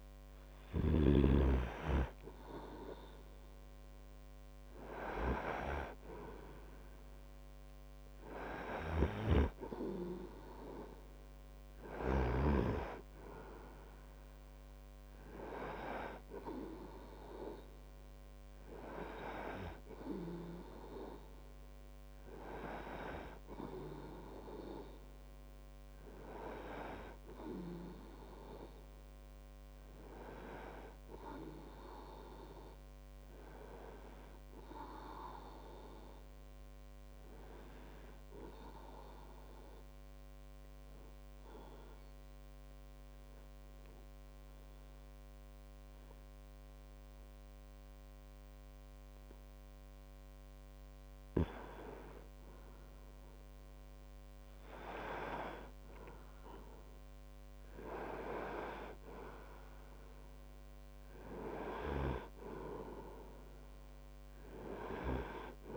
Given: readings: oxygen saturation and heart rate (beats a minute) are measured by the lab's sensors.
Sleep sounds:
breathing in sleep by a microphone on the trachea; 1
0.00-1.50 s: snoring (device-marked)
0.00-3.00 s: arousal
9.00-13.00 s: snoring (device-marked)
41.50-52.00 s: obstructive apnea (oxygen 98% before, 96% lowest)
54.00-58.50 s: arousal
From the record:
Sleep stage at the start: N2 (light sleep); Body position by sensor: on the right side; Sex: male

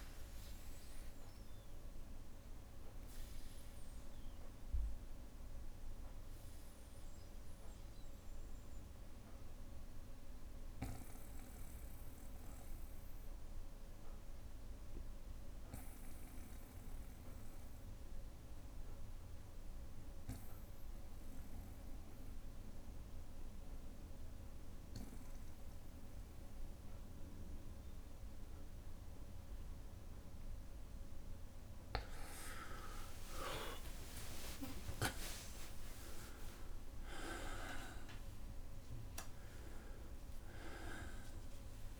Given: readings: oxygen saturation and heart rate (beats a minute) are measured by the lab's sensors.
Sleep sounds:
breathing in sleep by a room microphone; 1
0.00-15.50 s: oxygen desaturation (device-marked, oxygen 91% lowest, heart rate 60 extreme)
0.50-29.50 s: obstructive apnea (oxygen 99% before, 91% lowest, heart rate 63 before, 60 extreme, up 21 after)
31.50-42.00 s: oxygen desaturation (device-marked, oxygen 99% before, 91% lowest, heart rate 62 before, 61 extreme)
33.00-38.50 s: arousal
35.00-37.00 s: long interval between heartbeats (device-marked, heart rate 62 before, 82 extreme)
From the record:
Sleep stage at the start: N2 (light sleep); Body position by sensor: on the back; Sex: male

